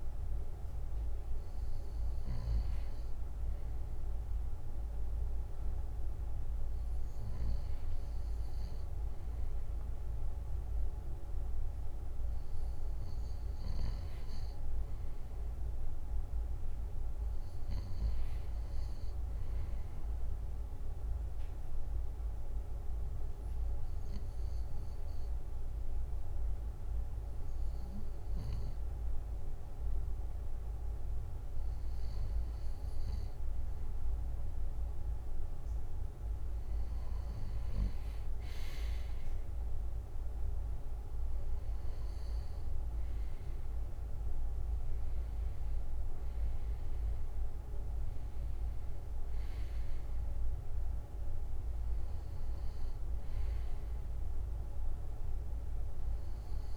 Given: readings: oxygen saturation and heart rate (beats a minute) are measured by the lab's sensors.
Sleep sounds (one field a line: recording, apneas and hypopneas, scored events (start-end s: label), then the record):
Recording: breathing in sleep, hard to hear, by a room microphone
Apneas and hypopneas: 1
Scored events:
21.00-33.50 s: obstructive apnea (oxygen 97% before, 95% lowest, heart rate 61 before, 56 extreme, up 6 after)
39.50-44.50 s: arousal
From the record:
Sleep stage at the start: N2 (light sleep)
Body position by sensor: on the back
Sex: male